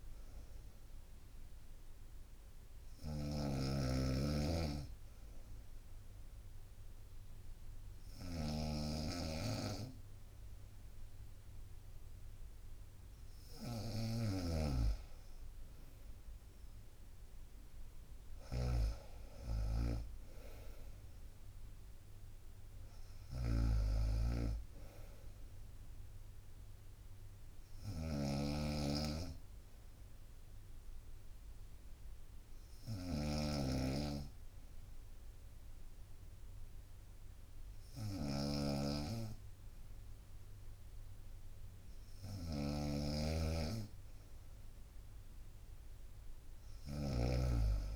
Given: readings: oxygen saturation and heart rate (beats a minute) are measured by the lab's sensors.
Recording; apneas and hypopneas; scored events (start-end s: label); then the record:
breathing in sleep by a room microphone; 2
0.00-47.96 s: snoring (device-marked)
2.50-14.00 s: obstructive apnea (oxygen 95% before, 93% lowest, heart rate 65 before, 63 extreme, up 3 after)
17.00-20.00 s: arousal
30.00-43.50 s: obstructive apnea (oxygen 95% before, 93% lowest, heart rate 66 before, 60 extreme, up 3 after)
From the record:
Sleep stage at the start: N2 (light sleep); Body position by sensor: on the right side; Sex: female